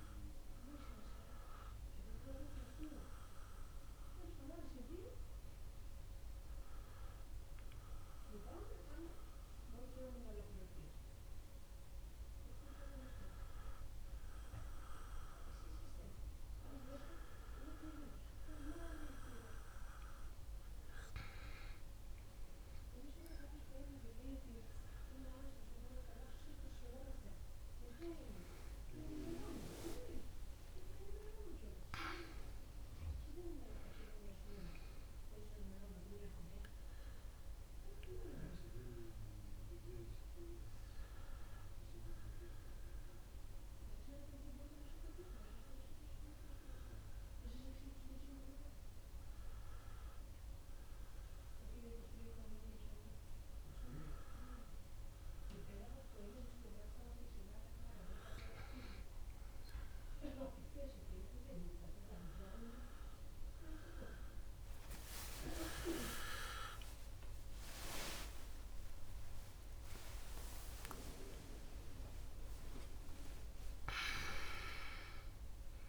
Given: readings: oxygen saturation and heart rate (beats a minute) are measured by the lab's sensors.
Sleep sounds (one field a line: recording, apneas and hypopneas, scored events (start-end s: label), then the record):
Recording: breathing in sleep by a room microphone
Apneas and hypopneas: 1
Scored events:
0.00-7.50 s: oxygen desaturation (device-marked, oxygen 92% lowest, heart rate 69 extreme)
20.50-33.50 s: oxygen desaturation (device-marked, oxygen 95% before, 92% lowest, heart rate 71 before, 72 extreme)
30.00-33.50 s: arousal
30.50-32.50 s: long interval between heartbeats (device-marked, heart rate 72 before, 78 extreme)
33.00-35.00 s: long interval between heartbeats (device-marked, heart rate 74 before, 105 extreme)
41.00-57.00 s: obstructive apnea (oxygen 95% before, 93% lowest, heart rate 88 before, 73 extreme, up 0 after)
65.50-69.50 s: arousal
68.00-70.00 s: long interval between heartbeats (device-marked, heart rate 75 before, 82 extreme)
72.50-74.50 s: long interval between heartbeats (device-marked, heart rate 76 before, 88 extreme)
74.50-75.89 s: long interval between heartbeats (device-marked, heart rate 77 before, 100 extreme)
From the record:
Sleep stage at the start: N2 (light sleep)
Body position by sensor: on the back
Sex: male